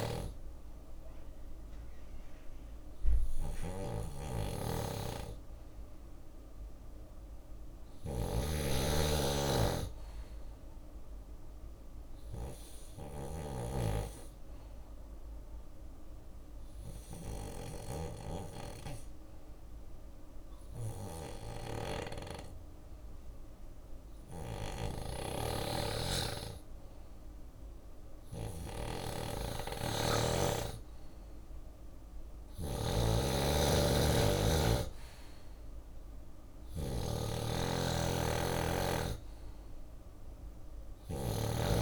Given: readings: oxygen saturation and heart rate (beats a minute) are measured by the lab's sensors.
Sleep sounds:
breathing in sleep by a room microphone; 1
0.00-2.00 s: drop in pulse transit time (device-marked, heart rate 60 extreme)
0.00-12.50 s: snoring (device-marked)
13.50-29.50 s: obstructive apnea (oxygen 97% before, 93% lowest, heart rate 63 before, 61 extreme, up 5 after)
17.00-27.00 s: drop in pulse transit time (device-marked, heart rate 63 before, 62 extreme)
24.50-29.50 s: snoring (device-marked)
31.50-41.82 s: snoring (device-marked)
33.00-36.50 s: arousal
From the record:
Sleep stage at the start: N2 (light sleep); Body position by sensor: on the left side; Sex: male

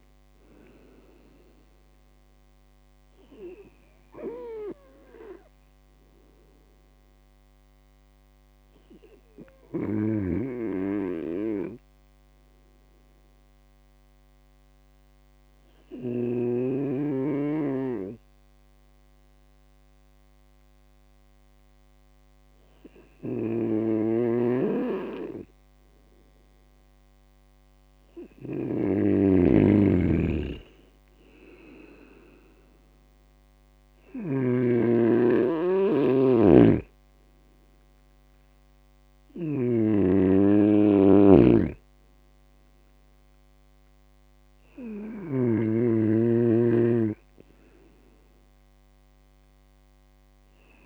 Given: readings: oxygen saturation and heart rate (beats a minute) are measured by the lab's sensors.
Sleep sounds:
breathing in sleep by a microphone on the trachea; 1
9.50-26.50 s: hypopnea (oxygen 99% before, 96% lowest, heart rate 65 before, 63 extreme, up 6 after)
10.00-16.50 s: snoring (device-marked)
23.00-34.50 s: snoring (device-marked)
31.00-35.50 s: arousal
36.50-50.86 s: snoring (device-marked)
From the record:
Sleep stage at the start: N2 (light sleep); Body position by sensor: on the right side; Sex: male

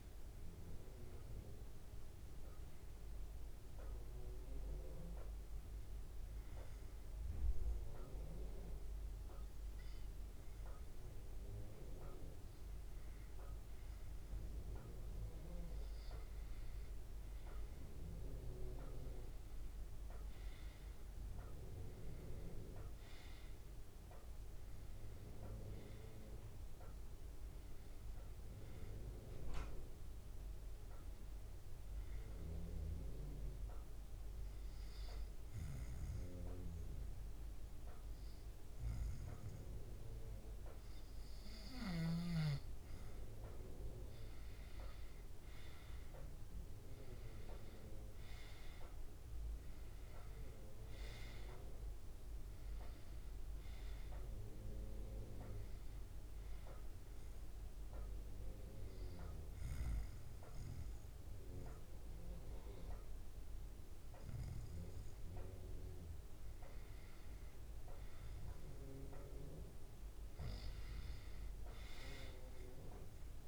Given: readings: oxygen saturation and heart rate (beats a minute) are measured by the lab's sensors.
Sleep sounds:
breathing in sleep by a room microphone; 3
0.00-8.00 s: oxygen desaturation (device-marked, oxygen 92% lowest, heart rate 71 extreme)
3.00-14.00 s: hypopnea (oxygen 97% before, 92% lowest, heart rate 74 before, 71 extreme, up 4 after)
18.50-23.00 s: arousal
27.00-38.00 s: oxygen desaturation (device-marked, oxygen 97% before, 93% lowest, heart rate 74 before, 71 extreme)
32.00-43.50 s: obstructive apnea (oxygen 97% before, 92% lowest, heart rate 75 before, 69 extreme, up 4 after)
46.00-49.50 s: arousal
56.00-71.00 s: oxygen desaturation (device-marked, oxygen 96% before, 92% lowest, heart rate 73 before, 69 extreme)
56.50-67.50 s: obstructive apnea (oxygen 96% before, 92% lowest, heart rate 73 before, 69 extreme, up 6 after)
69.00-72.00 s: arousal
From the record:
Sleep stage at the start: N2 (light sleep); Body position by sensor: on the back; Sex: male

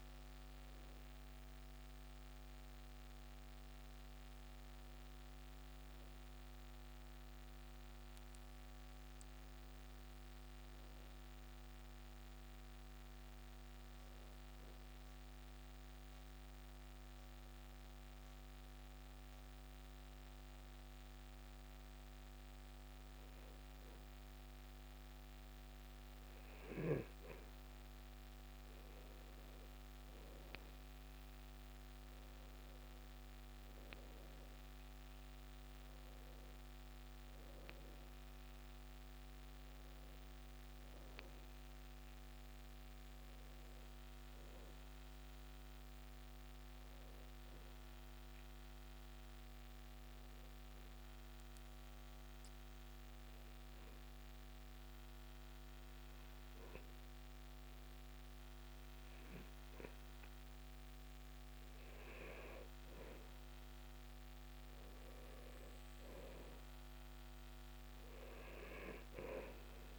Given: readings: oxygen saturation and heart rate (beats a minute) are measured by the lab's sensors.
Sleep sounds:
breathing in sleep, hard to hear, by a microphone on the trachea; 2
8.00-12.50 s: arousal
15.00-29.00 s: hypopnea (oxygen 98% before, 91% lowest, heart rate 67 before, 64 extreme, up 10 after)
26.50-59.50 s: oxygen desaturation (device-marked, oxygen 97% before, 91% lowest, heart rate 66 before, 66 extreme)
31.50-36.00 s: arousal
51.00-61.00 s: obstructive apnea (oxygen 96% before, 90% lowest, heart rate 72 before, 66 extreme, up 4 after)
62.50-67.00 s: arousal
From the record:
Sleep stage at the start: N1 (lightest sleep); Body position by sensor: on the back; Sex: male

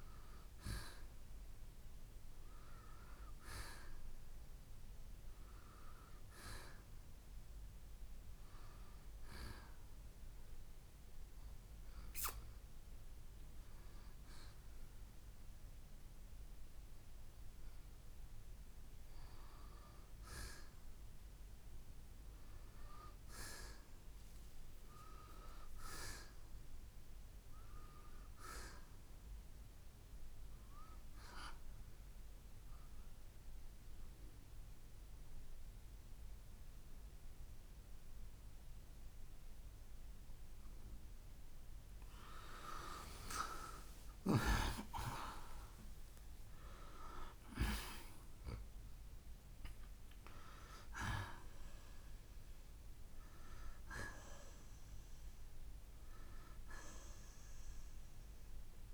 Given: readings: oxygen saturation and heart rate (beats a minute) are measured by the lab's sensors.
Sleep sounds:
breathing in sleep by a room microphone; none
44.00-48.50 s: arousal
From the record:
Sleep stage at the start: N2 (light sleep); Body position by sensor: on the right side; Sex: male

